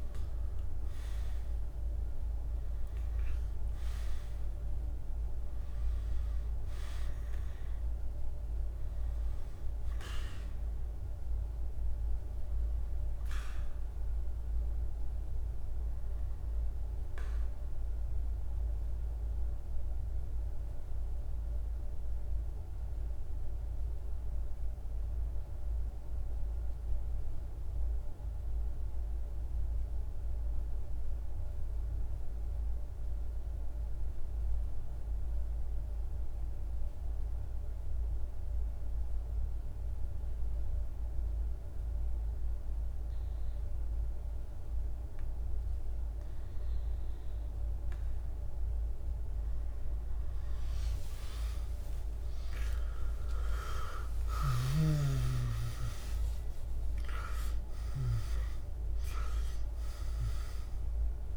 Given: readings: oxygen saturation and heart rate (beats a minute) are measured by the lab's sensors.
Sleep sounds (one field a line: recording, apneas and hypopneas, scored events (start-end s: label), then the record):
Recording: breathing in sleep by a room microphone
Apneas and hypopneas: 1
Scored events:
0.00-2.50 s: arousal
0.00-25.00 s: oxygen desaturation (device-marked, oxygen 93% lowest, heart rate 51 extreme)
18.00-45.50 s: mixed apnea (oxygen 98% before, 91% lowest, heart rate 54 before, 51 extreme, up 15 after)
43.00-61.37 s: oxygen desaturation (device-marked, oxygen 99% before, 91% lowest, heart rate 51 before, 53 extreme)
50.00-61.37 s: new sleep stage, N1 (lightest sleep)
50.50-56.00 s: arousal
From the record:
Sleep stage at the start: REM sleep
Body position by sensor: on the back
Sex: male